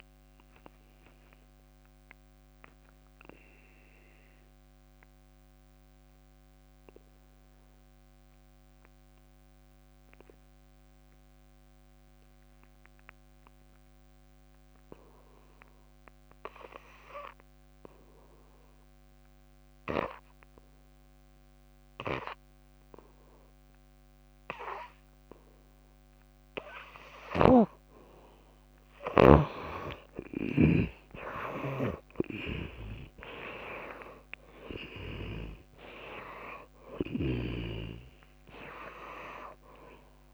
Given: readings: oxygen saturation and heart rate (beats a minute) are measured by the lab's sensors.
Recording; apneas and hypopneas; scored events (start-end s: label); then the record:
breathing in sleep by a microphone on the trachea; 1
0.00-10.50 s: oxygen desaturation (device-marked, oxygen 84% lowest, heart rate 57 extreme)
0.00-14.50 s: drop in pulse transit time (device-marked, heart rate 57 extreme)
2.00-26.50 s: obstructive apnea (oxygen 97% before, 80% lowest, heart rate 67 before, 57 extreme, up 28 after)
24.50-40.34 s: oxygen desaturation (device-marked, oxygen 98% before, 80% lowest, heart rate 61 before, 57 extreme)
26.50-40.34 s: drop in pulse transit time (device-marked, heart rate 61 before, 62 extreme)
27.00-31.00 s: snoring (device-marked)
31.00-35.50 s: arousal
32.50-34.50 s: long interval between heartbeats (device-marked, heart rate 62 before, 81 extreme)
32.50-36.50 s: tachycardia (device-marked, heart rate 65 before, 108 extreme)
From the record:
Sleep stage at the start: N2 (light sleep); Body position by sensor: on the back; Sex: female